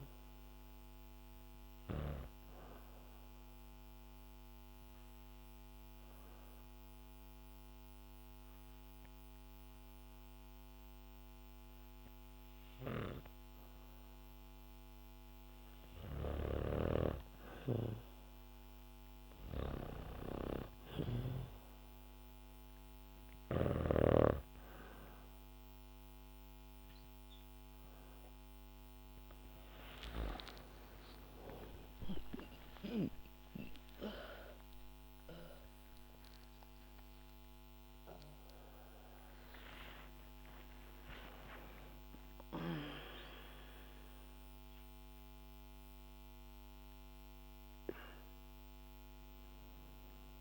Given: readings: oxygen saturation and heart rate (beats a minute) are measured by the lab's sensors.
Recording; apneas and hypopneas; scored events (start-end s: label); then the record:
a person awake in a sleep study, by a microphone on the trachea; 1
1.50-14.00 s: hypopnea (oxygen 98% before, 94% lowest, heart rate 64 before, 59 extreme, up 5 after)
6.00-9.00 s: bradycardia (device-marked, heart rate 67 before, 60 extreme)
15.50-20.50 s: snoring (device-marked)
19.00-49.00 s: new sleep stage, awake
49.00-50.41 s: new sleep stage, N1 (lightest sleep)
From the record:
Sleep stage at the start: N2 (light sleep); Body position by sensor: on the back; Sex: female